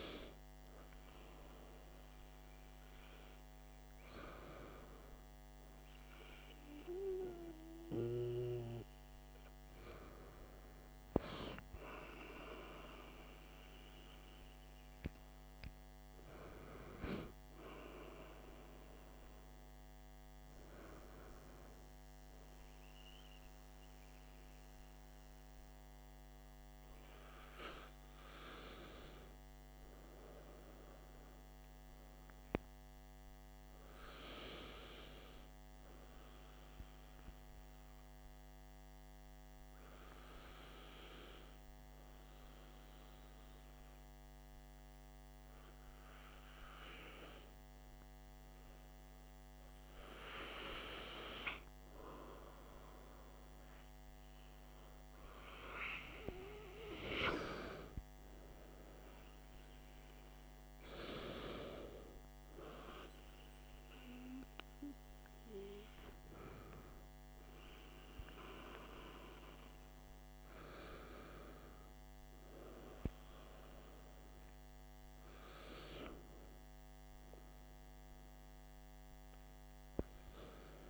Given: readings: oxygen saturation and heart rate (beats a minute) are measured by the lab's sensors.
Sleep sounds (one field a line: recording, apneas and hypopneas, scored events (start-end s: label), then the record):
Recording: breathing in sleep by a microphone on the trachea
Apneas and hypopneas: 1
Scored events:
21.50-25.50 s: arousal
28.50-51.50 s: hypopnea (oxygen 94% before, 92% lowest, heart rate 59 before, 54 extreme, up 2 after)
52.50-56.50 s: arousal
From the record:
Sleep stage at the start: N2 (light sleep)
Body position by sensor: on the back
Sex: male